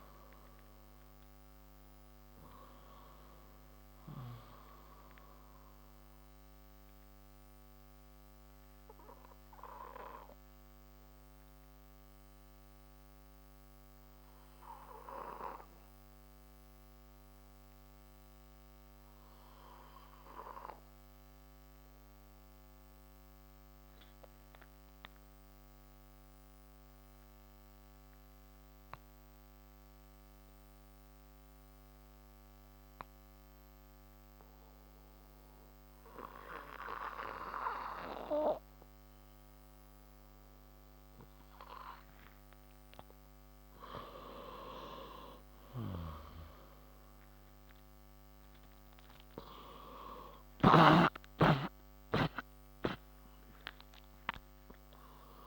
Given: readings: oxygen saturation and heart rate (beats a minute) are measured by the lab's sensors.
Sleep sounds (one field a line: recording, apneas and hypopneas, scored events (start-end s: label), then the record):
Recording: breathing in sleep by a microphone on the trachea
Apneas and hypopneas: 1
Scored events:
0.00-25.00 s: oxygen desaturation (device-marked, oxygen 88% lowest, heart rate 56 extreme)
5.00-43.00 s: obstructive apnea (oxygen 98% before, 88% lowest, heart rate 87 before, 56 extreme, up 6 after)
39.00-55.47 s: oxygen desaturation (device-marked, oxygen 99% before, 89% lowest, heart rate 62 before, 55 extreme)
48.00-52.50 s: arousal
From the record:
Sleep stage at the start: N2 (light sleep)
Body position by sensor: on the left side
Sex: male